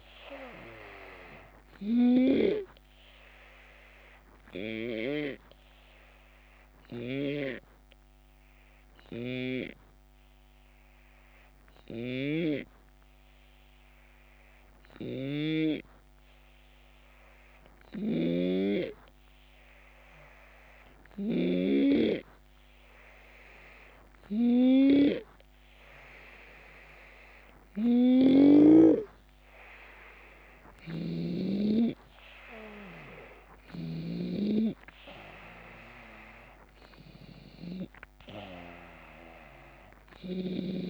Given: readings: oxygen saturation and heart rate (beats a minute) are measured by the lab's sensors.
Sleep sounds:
breathing in sleep by a microphone on the trachea; 1
1.50-21.50 s: obstructive apnea (oxygen 95% before, 90% lowest, heart rate 75 before, 73 extreme, up 1 after)
6.50-21.00 s: snoring (device-marked)
27.50-31.00 s: snoring (device-marked)
31.50-36.50 s: arousal
33.00-37.50 s: snoring (device-marked)
39.50-40.90 s: snoring (device-marked)
From the record:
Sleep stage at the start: REM sleep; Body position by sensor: on the left side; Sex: male

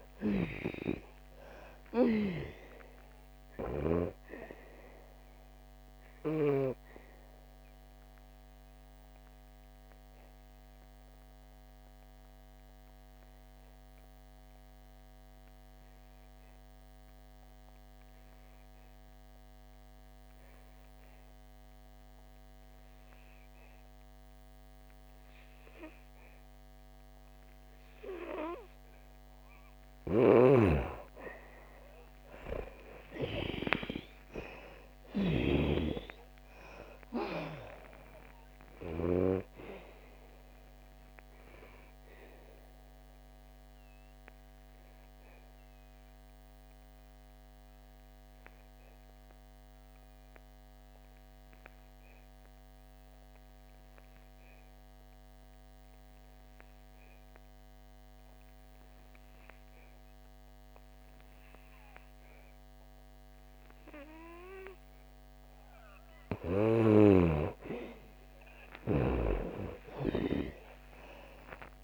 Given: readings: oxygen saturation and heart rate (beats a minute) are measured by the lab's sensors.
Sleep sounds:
breathing in sleep by a microphone on the trachea; 2
0.00-20.50 s: oxygen desaturation (device-marked, oxygen 84% lowest, heart rate 58 extreme)
7.00-29.50 s: obstructive apnea (oxygen 99% before, 84% lowest, heart rate 71 before, 57 extreme, up 29 after)
26.50-61.50 s: oxygen desaturation (device-marked, oxygen 99% before, 84% lowest, heart rate 63 before, 57 extreme)
30.00-35.50 s: snoring (device-marked)
33.00-37.00 s: arousal
43.50-64.50 s: obstructive apnea (oxygen 99% before, 84% lowest, heart rate 73 before, 57 extreme, up 25 after)
63.50-71.84 s: oxygen desaturation (device-marked, oxygen 99% before, 84% lowest, heart rate 61 before, 56 extreme)
70.50-71.84 s: arousal
From the record:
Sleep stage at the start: N2 (light sleep); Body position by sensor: on the back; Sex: female

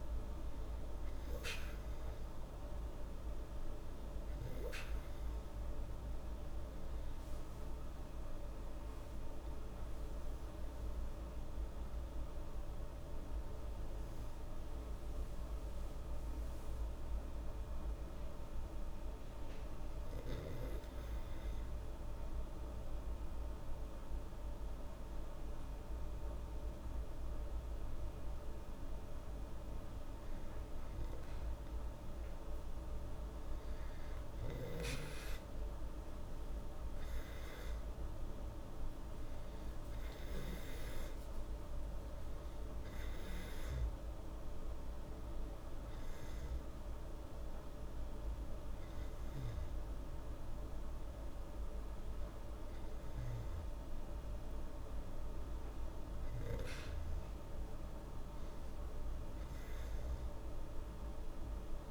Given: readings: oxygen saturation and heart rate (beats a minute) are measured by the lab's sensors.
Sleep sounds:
breathing in sleep, hard to hear, by a room microphone; 1
7.50-13.00 s: arousal
21.00-31.00 s: hypopnea (oxygen 96% before, 95% lowest, heart rate 82 before, 76 extreme, up 4 after)
32.50-37.00 s: arousal
From the record:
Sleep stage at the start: N2 (light sleep); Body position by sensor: on the back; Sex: female

